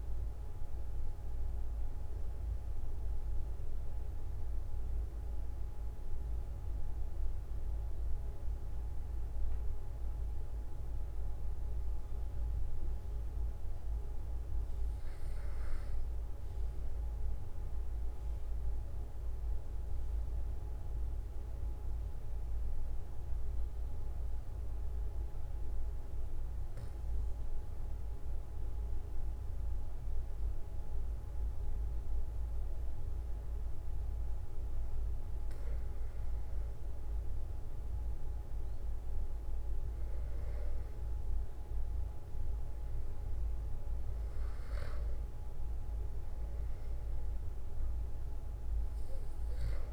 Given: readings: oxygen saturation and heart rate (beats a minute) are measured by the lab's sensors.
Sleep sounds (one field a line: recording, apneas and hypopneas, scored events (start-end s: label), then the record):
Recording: breathing in sleep, hard to hear, by a room microphone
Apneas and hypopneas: 1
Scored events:
0.00-2.00 s: oxygen desaturation (device-marked, oxygen 93% lowest, heart rate 43 extreme)
18.00-36.50 s: obstructive apnea (oxygen 96% before, 92% lowest, heart rate 47 before, 43 extreme, up 3 after)
39.50-44.00 s: arousal
From the record:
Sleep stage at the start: REM sleep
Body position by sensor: on the back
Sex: male